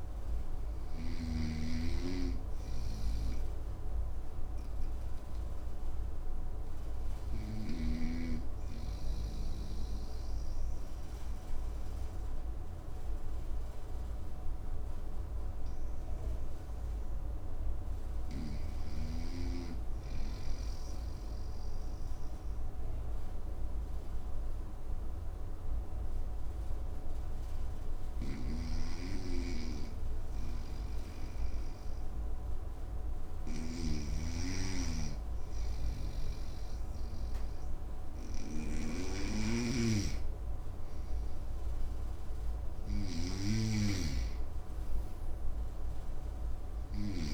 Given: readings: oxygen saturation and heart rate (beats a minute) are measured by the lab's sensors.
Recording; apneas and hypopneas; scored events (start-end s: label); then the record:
breathing in sleep by a room microphone; 1
0.00-1.00 s: snoring (device-marked)
0.00-19.00 s: oxygen desaturation (device-marked, oxygen 90% lowest, heart rate 60 extreme)
3.50-33.00 s: hypopnea (oxygen 99% before, 90% lowest, heart rate 67 before, 60 extreme, up 5 after)
8.00-47.34 s: new sleep stage, N2 (light sleep)
27.50-47.00 s: snoring (device-marked)
34.50-39.00 s: arousal
From the record:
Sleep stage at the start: REM sleep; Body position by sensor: on the right side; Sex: male